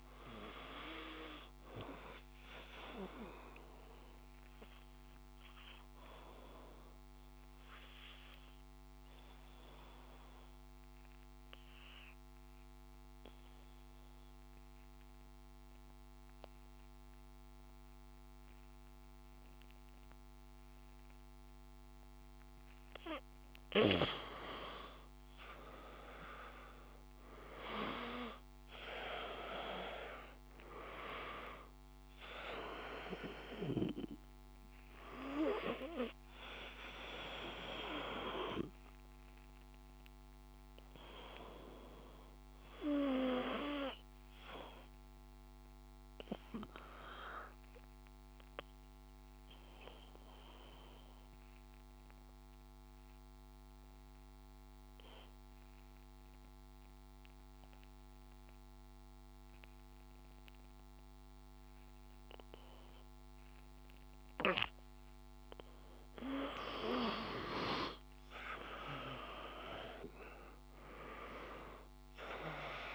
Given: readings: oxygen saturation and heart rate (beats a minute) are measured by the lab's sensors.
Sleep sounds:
breathing in sleep by a microphone on the trachea; 2
0.00-15.50 s: oxygen desaturation (device-marked, oxygen 86% lowest, heart rate 55 extreme)
4.00-20.50 s: obstructive apnea (oxygen 97% before, 86% lowest, heart rate 59 before, 54 extreme, up 2 after)
25.50-29.50 s: arousal
31.50-52.50 s: oxygen desaturation (device-marked, oxygen 97% before, 90% lowest, heart rate 57 before, 54 extreme)
44.00-63.50 s: obstructive apnea (oxygen 98% before, 89% lowest, heart rate 57 before, 53 extreme, up 5 after)
66.00-70.50 s: arousal
68.50-72.95 s: oxygen desaturation (device-marked, oxygen 97% before, 89% lowest, heart rate 56 before, 53 extreme)
From the record:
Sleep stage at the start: N2 (light sleep); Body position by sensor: on the back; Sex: male

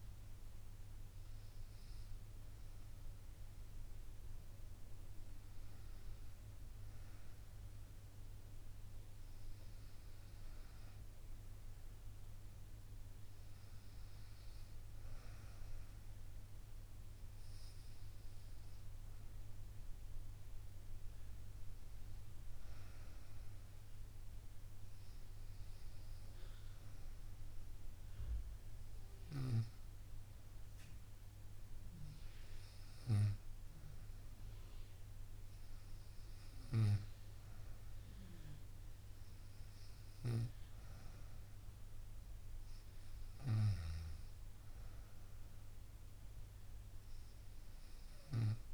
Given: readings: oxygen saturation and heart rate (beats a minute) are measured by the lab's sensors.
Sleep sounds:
breathing in sleep, hard to hear, by a room microphone; none
none scored
From the record:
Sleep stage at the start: N2 (light sleep); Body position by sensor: on the right side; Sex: female

